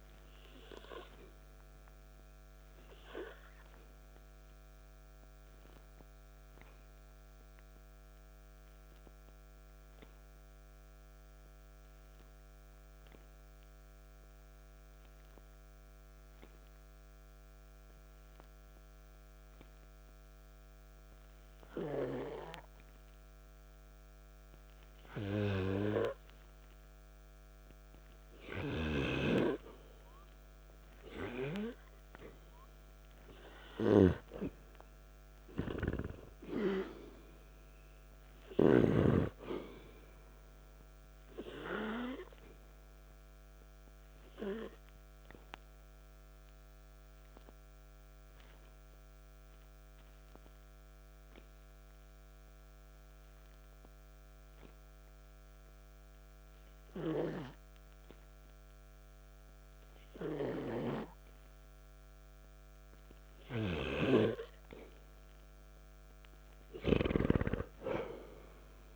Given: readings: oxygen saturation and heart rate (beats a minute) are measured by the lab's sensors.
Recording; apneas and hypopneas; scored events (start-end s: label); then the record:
breathing in sleep by a microphone on the trachea; 2
2.50-32.50 s: obstructive apnea (oxygen 95% before, 88% lowest, heart rate 57 before, 52 extreme, up 7 after)
7.50-12.50 s: oxygen desaturation (device-marked, oxygen 95% before, 92% lowest, heart rate 57 before, 52 extreme)
22.50-36.50 s: oxygen desaturation (device-marked, oxygen 93% before, 90% lowest, heart rate 57 before, 52 extreme)
34.50-38.00 s: arousal
42.00-62.00 s: obstructive apnea (oxygen 96% before, 88% lowest, heart rate 55 before, 53 extreme)
47.50-66.50 s: oxygen desaturation (device-marked, oxygen 96% before, 88% lowest, heart rate 57 before, 53 extreme)
65.00-68.96 s: arousal
From the record:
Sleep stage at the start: N2 (light sleep); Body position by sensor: on the back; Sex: male